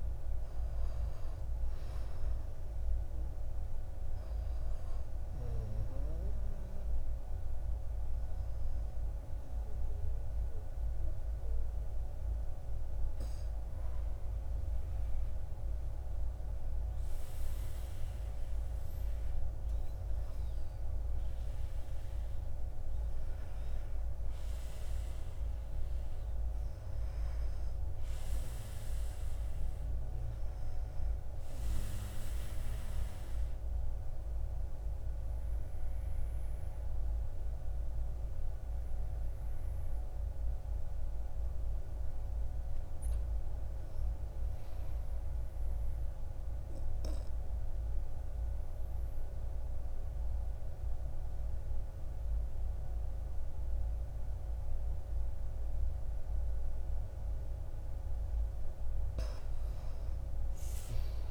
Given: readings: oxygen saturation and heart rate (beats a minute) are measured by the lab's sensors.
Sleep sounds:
breathing in sleep, hard to hear, by a room microphone; 2
0.00-3.50 s: oxygen desaturation (device-marked, oxygen 91% lowest, heart rate 56 extreme)
5.00-15.00 s: hypopnea (oxygen 97% before, 89% lowest, heart rate 66 before, 54 extreme, up 4 after)
17.50-21.00 s: arousal
32.00-43.00 s: obstructive apnea (oxygen 97% before, 83% lowest, heart rate 59 before, 54 extreme, up 6 after)
45.00-48.00 s: arousal
From the record:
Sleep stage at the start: N2 (light sleep); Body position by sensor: on the back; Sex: male

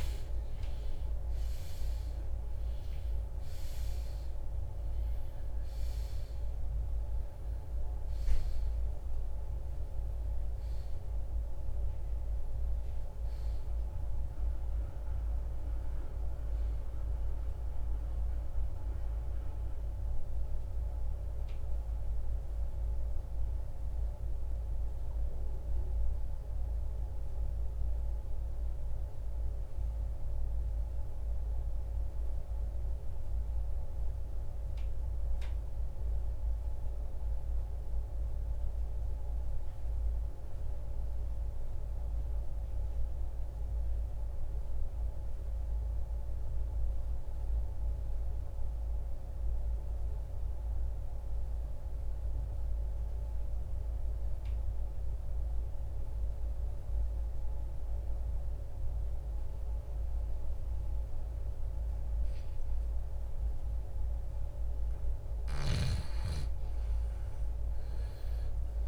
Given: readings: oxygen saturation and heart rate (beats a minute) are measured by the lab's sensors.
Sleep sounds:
breathing in sleep, hard to hear, by a room microphone; 1
21.00-64.00 s: mixed apnea (oxygen 96% before, 79% lowest, heart rate 75 before, 37 extreme, up 31 after)
26.50-44.50 s: oxygen desaturation (device-marked, oxygen 95% before, 81% lowest, heart rate 75 before, 37 extreme)
65.50-68.87 s: arousal
From the record:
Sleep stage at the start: REM sleep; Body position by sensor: on the right side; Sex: male

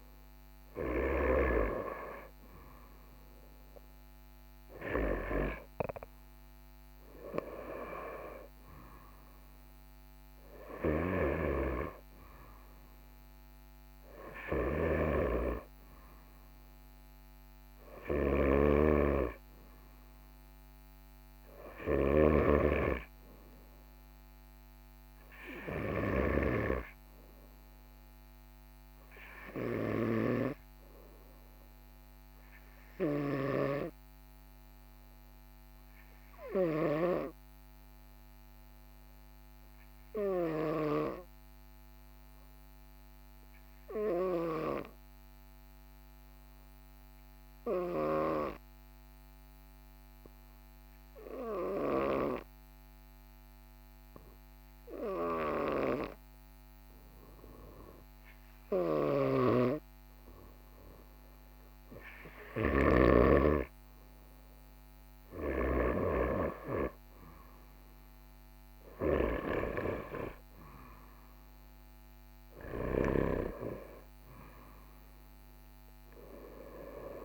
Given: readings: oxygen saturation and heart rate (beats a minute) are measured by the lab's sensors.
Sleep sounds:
breathing in sleep by a microphone on the trachea; 1
14.50-22.50 s: snoring (device-marked)
26.00-29.50 s: arousal
32.50-62.50 s: obstructive apnea (oxygen 97% before, 94% lowest, heart rate 45 before, 41 extreme, up 3 after)
59.00-63.00 s: snoring (device-marked)
65.00-69.00 s: arousal
From the record:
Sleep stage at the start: N2 (light sleep); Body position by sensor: on the right side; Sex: male

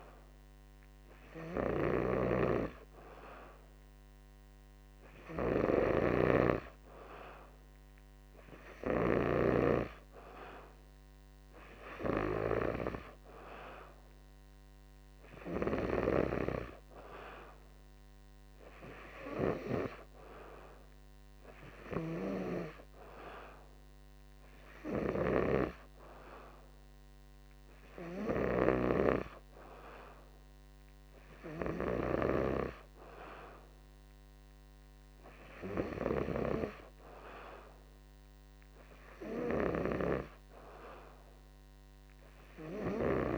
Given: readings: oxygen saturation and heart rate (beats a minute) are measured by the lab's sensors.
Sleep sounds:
breathing in sleep by a microphone on the trachea; none
none scored
From the record:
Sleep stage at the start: N2 (light sleep); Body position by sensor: on the back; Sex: male

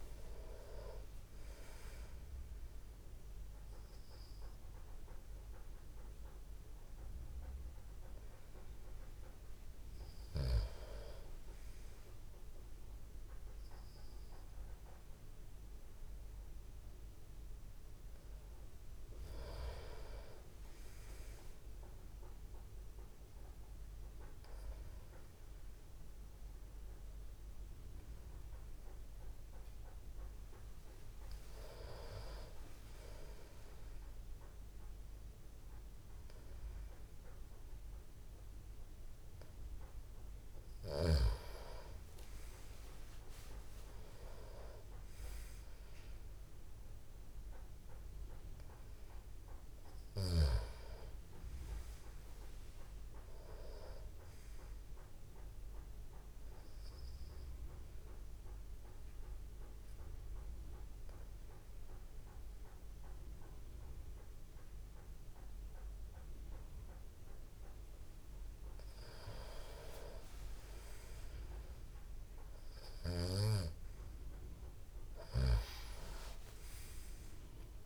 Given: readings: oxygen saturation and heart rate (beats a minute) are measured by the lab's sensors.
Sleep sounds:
breathing in sleep by a room microphone; 2
21.50-31.50 s: obstructive apnea (oxygen 96% before, 92% lowest, heart rate 59 before, 54 extreme, up 7 after)
40.50-45.00 s: arousal
58.50-68.50 s: obstructive apnea (oxygen 95% before, 92% lowest, heart rate 60 before, 53 extreme, up 10 after)
74.50-77.86 s: arousal
From the record:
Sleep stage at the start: N2 (light sleep); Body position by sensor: on the back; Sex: male

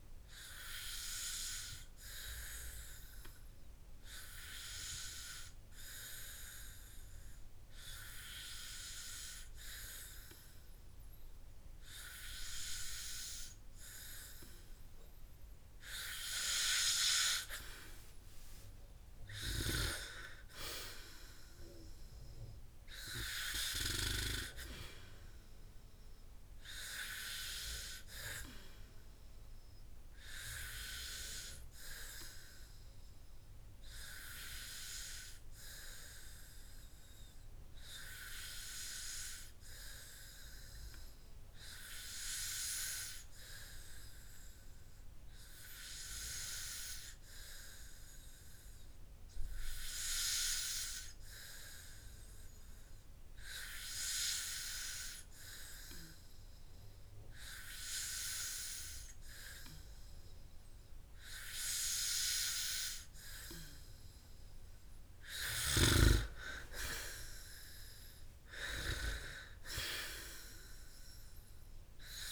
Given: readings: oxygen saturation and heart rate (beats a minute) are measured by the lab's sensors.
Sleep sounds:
breathing in sleep by a room microphone; 2
2.00-13.50 s: hypopnea (oxygen 97% before, 95% lowest, heart rate 62 before, 52 extreme, up 9 after)
15.00-18.50 s: arousal
31.00-63.00 s: hypopnea (oxygen 97% before, 94% lowest, heart rate 64 before, 51 extreme, up 12 after)
66.00-69.00 s: arousal
From the record:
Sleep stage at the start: N2 (light sleep); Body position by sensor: on the back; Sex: male

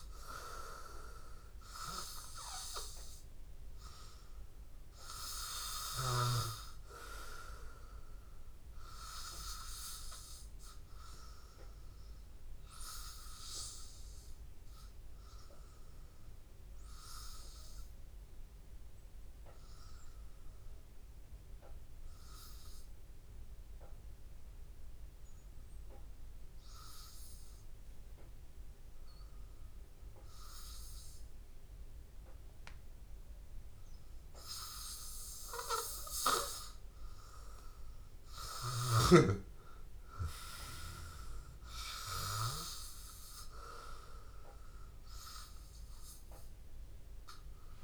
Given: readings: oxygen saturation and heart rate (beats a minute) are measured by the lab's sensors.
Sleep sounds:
breathing in sleep by a room microphone; 1
0.00-2.50 s: arousal
0.00-22.00 s: oxygen desaturation (device-marked, oxygen 92% lowest, heart rate 82 extreme)
17.50-36.50 s: obstructive apnea (oxygen 96% before, 91% lowest, heart rate 84 before, 82 extreme, up 2 after)
36.00-47.84 s: oxygen desaturation (device-marked, oxygen 98% before, 94% lowest, heart rate 82 before, 82 extreme)
38.50-43.00 s: arousal
From the record:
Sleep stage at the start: N2 (light sleep); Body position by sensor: on the back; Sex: male

